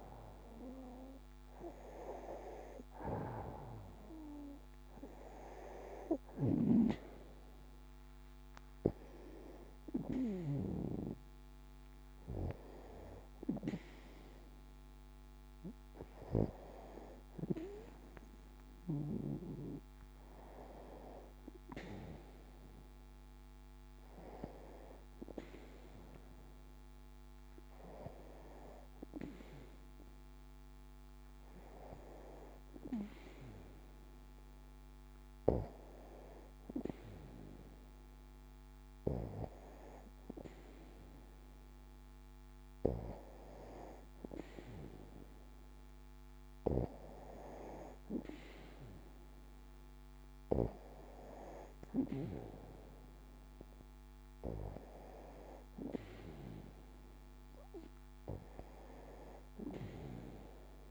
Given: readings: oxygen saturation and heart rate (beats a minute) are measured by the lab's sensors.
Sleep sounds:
breathing in sleep by a microphone on the trachea; none
none scored
From the record:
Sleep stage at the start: N2 (light sleep); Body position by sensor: on the back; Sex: female

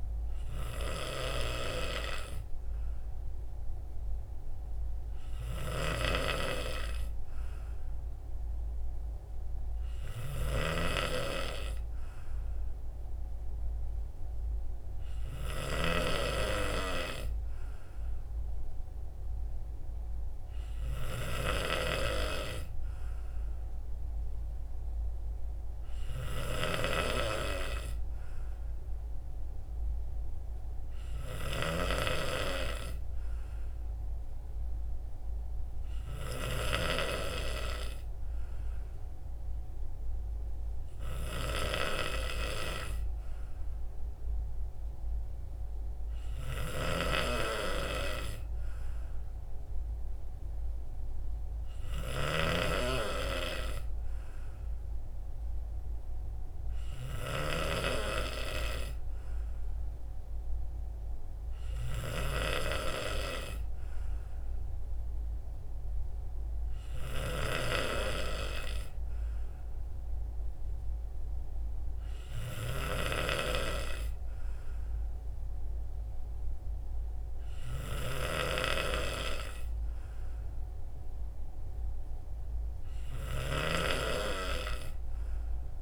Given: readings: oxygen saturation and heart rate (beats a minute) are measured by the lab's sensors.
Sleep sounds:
breathing in sleep by a room microphone; none
none scored
From the record:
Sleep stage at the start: N3 (deep sleep); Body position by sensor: on the right side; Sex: male

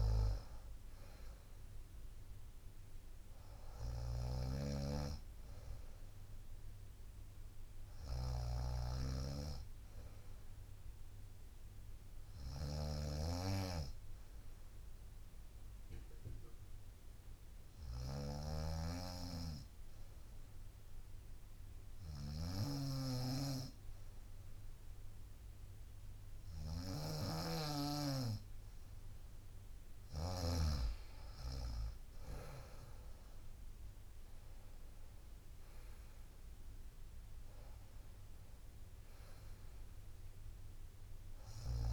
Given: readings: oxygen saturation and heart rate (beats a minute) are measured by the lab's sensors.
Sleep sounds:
breathing in sleep by a room microphone; 1
0.00-6.50 s: drop in pulse transit time (device-marked, heart rate 67 extreme)
0.00-30.50 s: snoring (device-marked)
5.00-7.00 s: long interval between heartbeats (device-marked, heart rate 72 before, 78 extreme)
7.50-10.50 s: arousal
13.00-15.00 s: long interval between heartbeats (device-marked, heart rate 75 before, 76 extreme)
14.00-28.00 s: hypopnea (oxygen 94% before, 92% lowest, heart rate 75 before, 64 extreme, up 13 after)
30.50-32.50 s: long interval between heartbeats (device-marked, heart rate 71 before, 77 extreme)
32.50-36.00 s: arousal
From the record:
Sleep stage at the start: N2 (light sleep); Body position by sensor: on the right side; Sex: female

